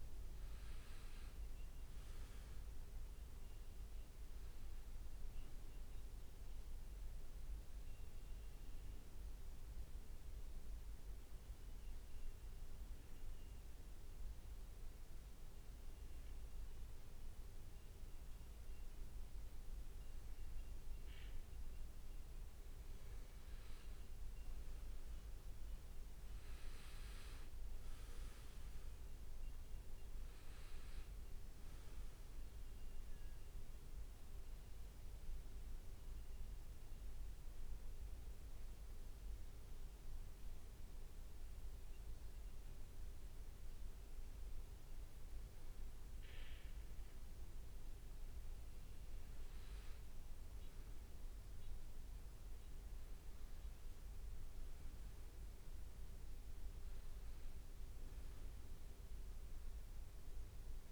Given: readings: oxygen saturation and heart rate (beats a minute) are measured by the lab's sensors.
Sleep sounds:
breathing in sleep, hard to hear, by a room microphone; 2
0.00-2.50 s: arousal
10.50-20.50 s: hypopnea (oxygen 98% before, 96% lowest, heart rate 63 before, 57 extreme, up 7 after)
23.00-28.50 s: arousal
23.50-27.00 s: leg movement (device-marked)
34.50-45.50 s: hypopnea (oxygen 98% before, 95% lowest, heart rate 61 before, 57 extreme, up 5 after)
51.50-55.00 s: arousal
From the record:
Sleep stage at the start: N2 (light sleep); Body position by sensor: on the back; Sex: male

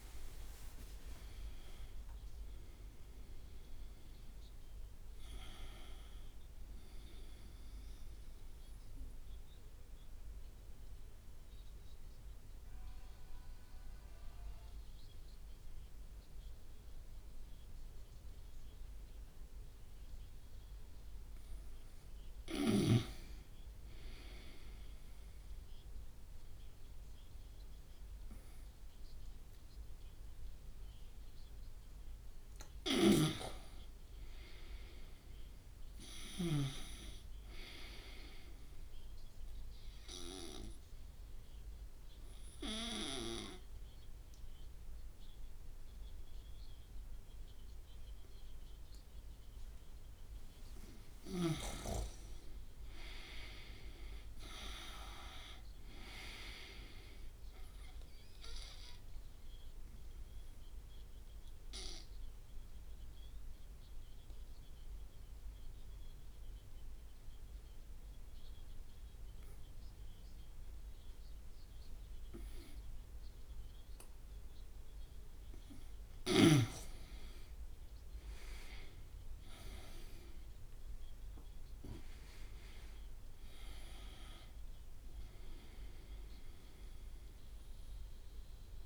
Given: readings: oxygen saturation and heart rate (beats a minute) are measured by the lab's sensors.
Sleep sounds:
breathing in sleep by a room microphone; 3
0.00-22.00 s: oxygen desaturation (device-marked, oxygen 90% lowest)
9.00-21.50 s: obstructive apnea (oxygen 99% before, 90% lowest)
24.50-29.50 s: arousal
33.00-37.00 s: snoring (device-marked)
33.00-43.00 s: oxygen desaturation (device-marked, oxygen 99% before, 94% lowest)
40.00-51.50 s: obstructive apnea (oxygen 99% before, 90% lowest)
53.50-57.00 s: arousal
59.50-61.50 s: long interval between heartbeats (device-marked)
60.00-75.50 s: obstructive apnea (oxygen 98% before, 90% lowest)
63.00-77.00 s: oxygen desaturation (device-marked, oxygen 96% before, 92% lowest)
78.00-82.00 s: arousal
85.00-88.86 s: oxygen desaturation (device-marked, oxygen 97% before, 90% lowest)
From the record:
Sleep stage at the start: N2 (light sleep); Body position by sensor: on the right side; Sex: male

